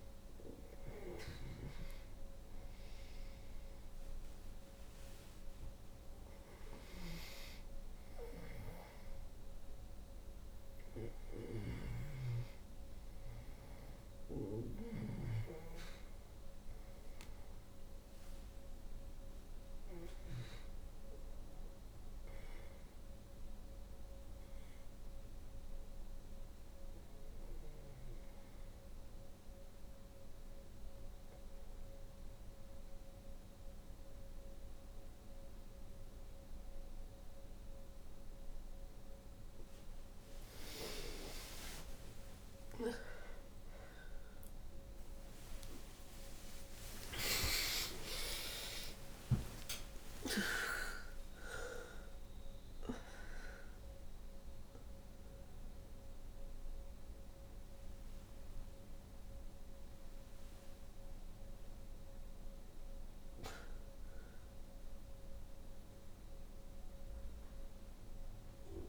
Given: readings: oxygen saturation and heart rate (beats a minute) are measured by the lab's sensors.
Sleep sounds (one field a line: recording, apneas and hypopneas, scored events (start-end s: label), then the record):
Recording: breathing in sleep by a room microphone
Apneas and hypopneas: 1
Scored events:
6.50-24.50 s: oxygen desaturation (device-marked, oxygen 96% before, 90% lowest, heart rate 59 before, 57 extreme)
18.00-37.50 s: obstructive apnea (oxygen 97% before, 80% lowest, heart rate 61 before, 57 extreme)
41.00-47.00 s: arousal
41.50-68.88 s: oxygen desaturation (device-marked, oxygen 94% before, 80% lowest, heart rate 59 before, 58 extreme)
56.50-68.88 s: new sleep stage, N1 (lightest sleep)
From the record:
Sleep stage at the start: N2 (light sleep)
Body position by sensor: on the back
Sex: female